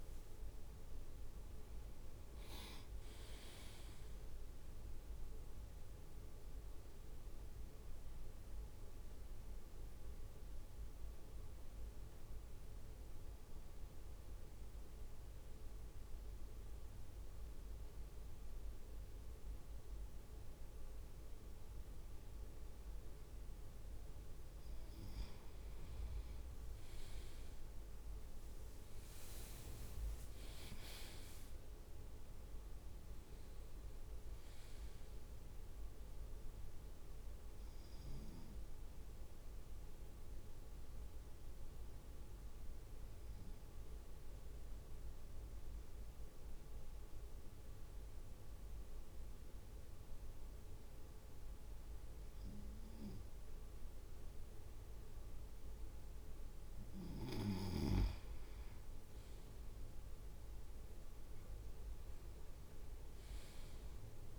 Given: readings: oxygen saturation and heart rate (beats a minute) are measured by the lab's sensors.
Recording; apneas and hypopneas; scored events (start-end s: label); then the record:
breathing in sleep, hard to hear, by a room microphone; 2
0.00-5.50 s: drop in pulse transit time (device-marked, heart rate 58 extreme)
6.00-24.00 s: central apnea (oxygen 99% before, 97% lowest, heart rate 60 before, 49 extreme, up 7 after)
26.00-31.50 s: leg movement (device-marked)
27.50-33.50 s: arousal
27.50-38.50 s: drop in pulse transit time (device-marked, heart rate 53 before, 56 extreme)
39.50-56.50 s: obstructive apnea (oxygen 99% before, 97% lowest, heart rate 57 before, 52 extreme, up 4 after)
60.00-64.39 s: arousal
From the record:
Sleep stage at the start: N2 (light sleep); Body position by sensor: on the right side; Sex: male